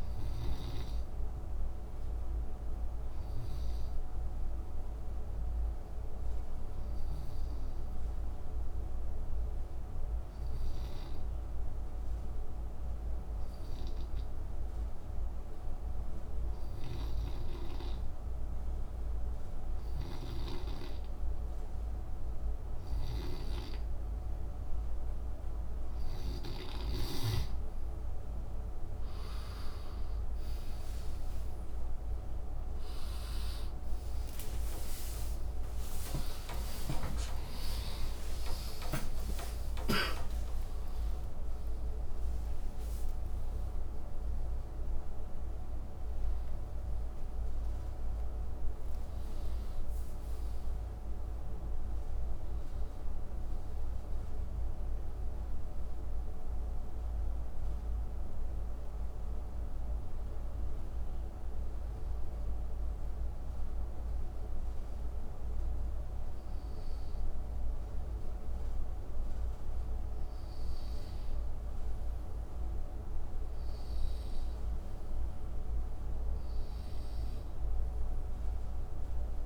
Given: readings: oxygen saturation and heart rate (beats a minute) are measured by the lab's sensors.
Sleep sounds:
breathing in sleep, hard to hear, by a room microphone; 2
0.00-11.00 s: oxygen desaturation (device-marked, oxygen 87% lowest, heart rate 59 extreme)
5.50-25.50 s: obstructive apnea (oxygen 94% before, 85% lowest, heart rate 67 before, 65 extreme, up 53 after)
25.00-61.00 s: oxygen desaturation (device-marked, oxygen 95% before, 85% lowest, heart rate 65 before, 58 extreme)
27.00-32.00 s: snoring (device-marked)
31.50-39.50 s: arousal
34.00-40.00 s: snoring (device-marked)
42.00-72.00 s: new sleep stage, N1 (lightest sleep)
51.50-55.00 s: arousal
58.00-69.50 s: hypopnea (oxygen 91% before, 90% lowest, heart rate 85 before, 58 extreme, up 5 after)
72.00-79.46 s: new sleep stage, N2 (light sleep)
72.50-76.50 s: arousal
76.00-79.46 s: oxygen desaturation (device-marked, oxygen 97% before, 90% lowest, heart rate 61 before, 59 extreme)
From the record:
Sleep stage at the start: N2 (light sleep); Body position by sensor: on the right side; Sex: male

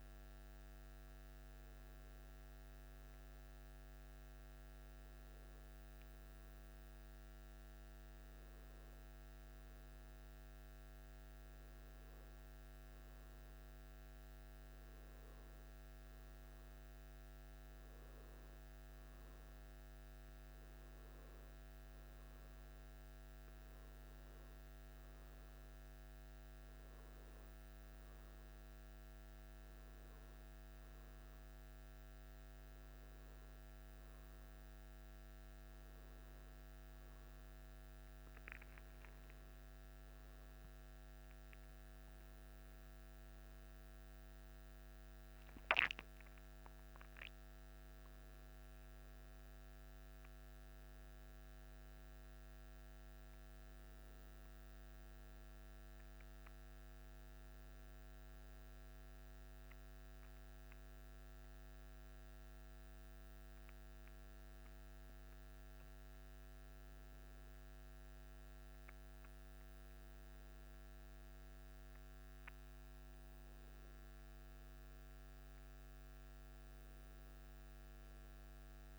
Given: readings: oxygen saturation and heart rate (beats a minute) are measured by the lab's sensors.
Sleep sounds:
a person partly awake in a sleep study, hard to hear, by a microphone on the trachea; none
40.50-78.99 s: new sleep stage, awake
From the record:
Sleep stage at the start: N1 (lightest sleep); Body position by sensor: on the back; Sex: male

